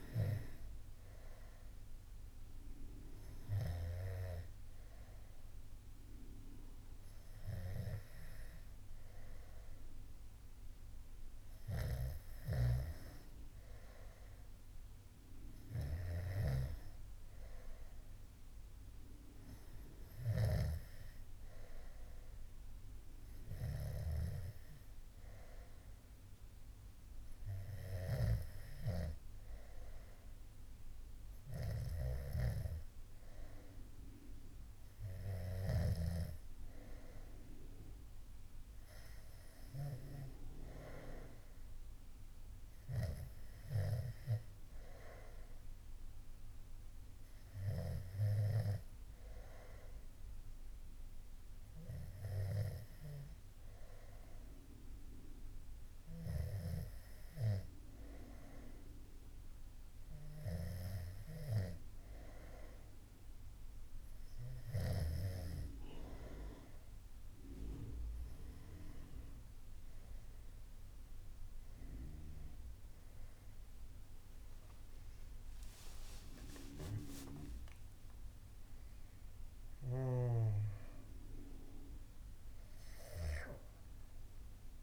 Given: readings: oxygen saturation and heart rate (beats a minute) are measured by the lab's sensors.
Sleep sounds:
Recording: breathing in sleep by a room microphone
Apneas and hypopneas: none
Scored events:
74.00-77.50 s: arousal
From the record:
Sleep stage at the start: N2 (light sleep)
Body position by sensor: on the back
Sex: male

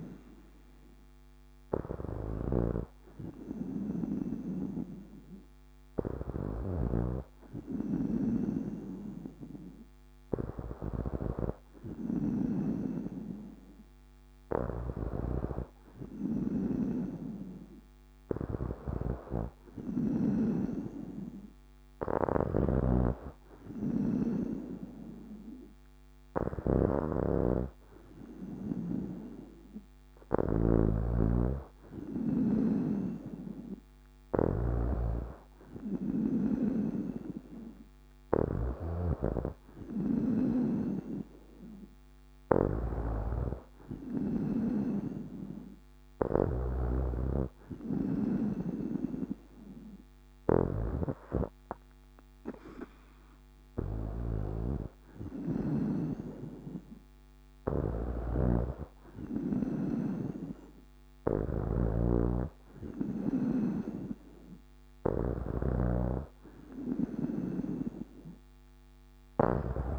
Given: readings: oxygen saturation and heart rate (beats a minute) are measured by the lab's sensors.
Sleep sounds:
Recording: breathing in sleep by a microphone on the trachea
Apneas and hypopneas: none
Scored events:
0.00-20.00 s: snoring (device-marked)
22.00-55.50 s: snoring (device-marked)
57.50-69.99 s: snoring (device-marked)
From the record:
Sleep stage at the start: N2 (light sleep)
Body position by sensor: on the back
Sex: female

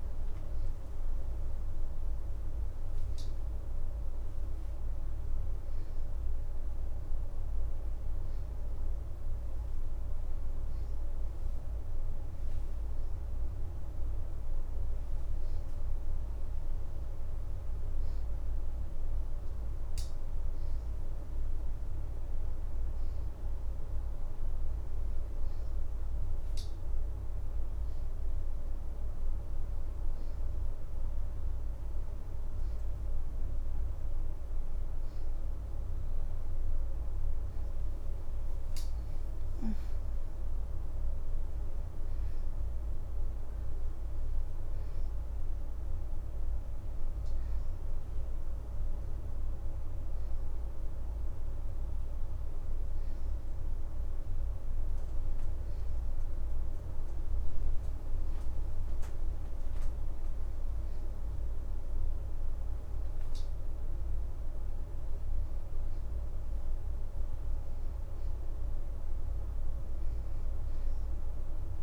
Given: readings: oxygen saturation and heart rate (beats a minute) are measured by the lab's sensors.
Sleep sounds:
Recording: breathing in sleep, hard to hear, by a room microphone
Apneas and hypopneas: none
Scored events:
38.00-43.00 s: arousal
38.50-41.00 s: leg movement (device-marked)
From the record:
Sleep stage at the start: N2 (light sleep)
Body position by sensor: on the right side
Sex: female

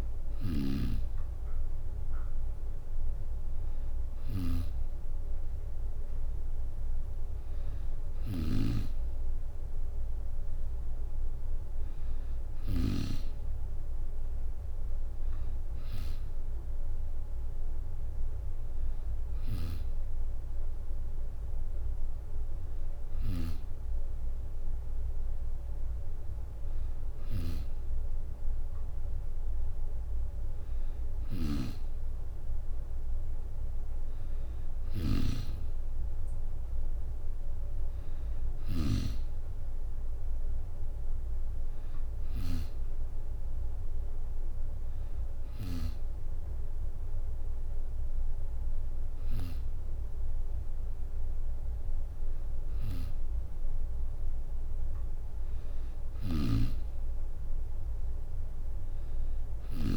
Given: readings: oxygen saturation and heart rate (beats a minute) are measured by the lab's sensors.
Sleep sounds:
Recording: breathing in sleep by a room microphone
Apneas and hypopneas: none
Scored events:
0.00-12.50 s: snoring (device-marked)
27.00-45.50 s: snoring (device-marked)
45.50-59.97 s: new sleep stage, N3 (deep sleep)
55.50-59.97 s: snoring (device-marked)
From the record:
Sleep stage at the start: N2 (light sleep)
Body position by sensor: on the back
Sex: female

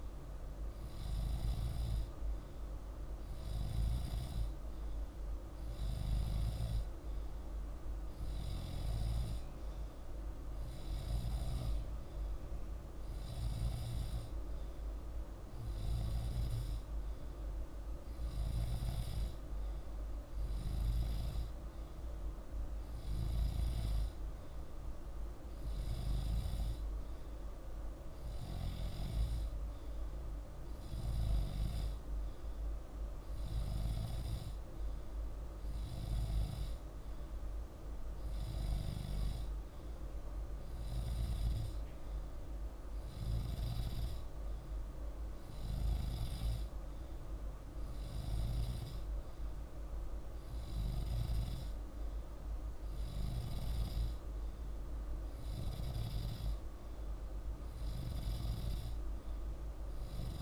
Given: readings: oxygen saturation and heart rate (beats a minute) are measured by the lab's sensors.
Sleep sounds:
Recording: breathing in sleep, hard to hear, by a room microphone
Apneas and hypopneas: none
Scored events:
none scored
From the record:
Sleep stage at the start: N2 (light sleep)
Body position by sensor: on the back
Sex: male

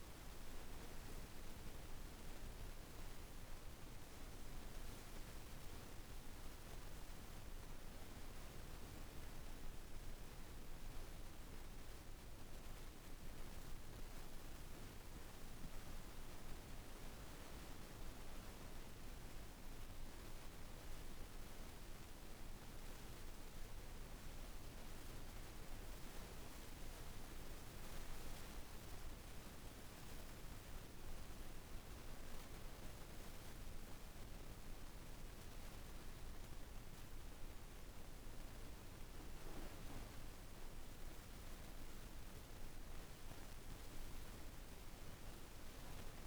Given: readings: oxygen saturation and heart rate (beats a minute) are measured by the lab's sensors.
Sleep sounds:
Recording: breathing in sleep, hard to hear, by a room microphone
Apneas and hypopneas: none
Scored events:
none scored
From the record:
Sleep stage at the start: N1 (lightest sleep)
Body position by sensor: on the back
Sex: female

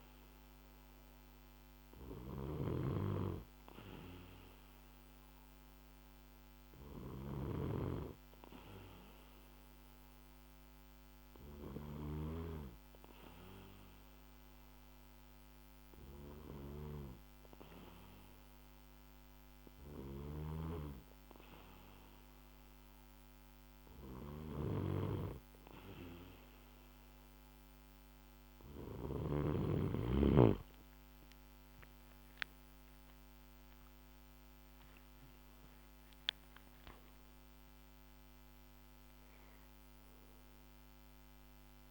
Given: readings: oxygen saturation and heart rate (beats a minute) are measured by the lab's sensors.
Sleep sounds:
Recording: breathing in sleep by a microphone on the trachea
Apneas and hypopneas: none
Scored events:
0.00-2.50 s: snoring (device-marked)
From the record:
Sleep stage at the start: N2 (light sleep)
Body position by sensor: on the back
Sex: male

